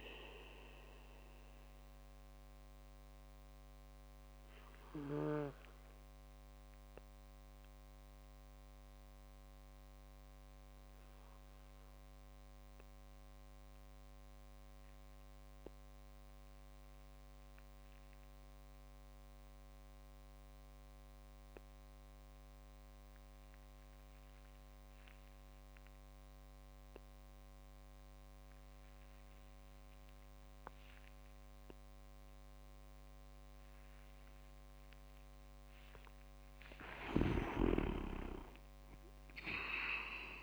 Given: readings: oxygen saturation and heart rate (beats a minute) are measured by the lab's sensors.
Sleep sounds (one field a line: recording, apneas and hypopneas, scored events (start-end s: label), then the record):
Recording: breathing in sleep by a microphone on the trachea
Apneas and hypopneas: 1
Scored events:
2.00-36.00 s: mixed apnea (oxygen 97% before, 94% lowest, heart rate 64 before, 59 extreme, up 28 after)
30.50-40.43 s: oxygen desaturation (device-marked, oxygen 99% before, 94% lowest, heart rate 63 before, 59 extreme)
36.50-38.50 s: leg movement (device-marked)
38.00-40.43 s: arousal
From the record:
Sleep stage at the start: N2 (light sleep)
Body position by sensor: on the back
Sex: male